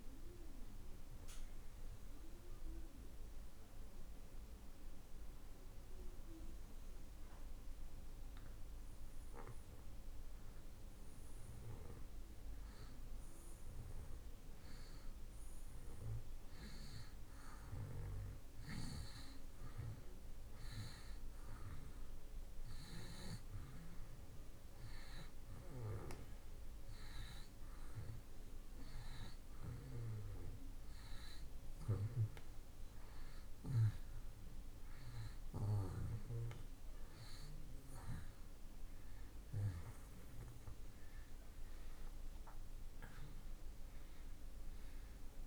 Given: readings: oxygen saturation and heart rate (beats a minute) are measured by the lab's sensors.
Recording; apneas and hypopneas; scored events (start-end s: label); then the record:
breathing in sleep by a room microphone; 1
0.00-17.50 s: oxygen desaturation (device-marked, oxygen 86% lowest)
0.50-11.00 s: obstructive apnea (oxygen 95% before, 86% lowest)
14.00-19.00 s: arousal
26.50-45.47 s: oxygen desaturation (device-marked, oxygen 96% before, 88% lowest)
From the record:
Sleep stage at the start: N2 (light sleep); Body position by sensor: on the back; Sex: male